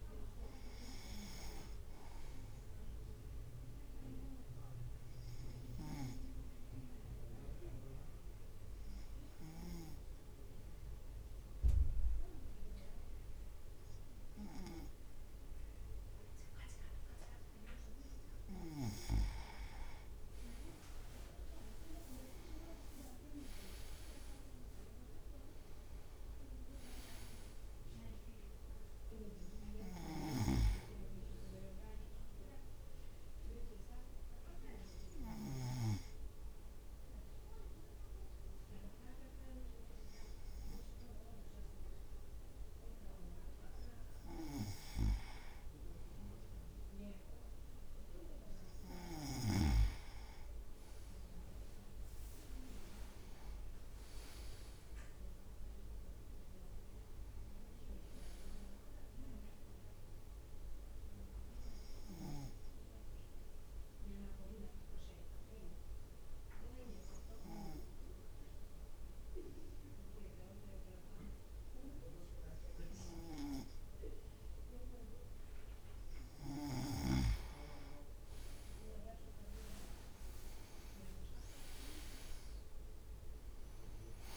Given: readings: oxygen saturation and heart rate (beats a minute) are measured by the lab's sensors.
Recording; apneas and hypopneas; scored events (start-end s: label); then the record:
breathing in sleep by a room microphone; 3
0.00-6.50 s: drop in pulse transit time (device-marked, heart rate 50 extreme)
7.00-19.00 s: obstructive apnea (oxygen 98% before, 96% lowest, heart rate 56 before, 52 extreme, up 7 after)
20.00-24.00 s: leg movement (device-marked)
20.50-24.50 s: arousal
21.50-34.50 s: drop in pulse transit time (device-marked, heart rate 53 before, 53 extreme)
30.50-36.00 s: snoring (device-marked)
32.50-44.50 s: obstructive apnea (oxygen 98% before, 96% lowest, heart rate 56 before, 52 extreme, up 5 after)
51.50-65.50 s: drop in pulse transit time (device-marked, heart rate 53 before, 54 extreme)
52.00-55.50 s: leg movement (device-marked)
54.00-58.00 s: arousal
61.50-76.50 s: obstructive apnea (oxygen 98% before, 97% lowest, heart rate 56 before, 52 extreme, up 6 after)
78.00-82.00 s: leg movement (device-marked)
79.50-83.50 s: arousal
81.50-84.37 s: drop in pulse transit time (device-marked, heart rate 55 before, 52 extreme)
From the record:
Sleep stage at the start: N2 (light sleep); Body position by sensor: on the right side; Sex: male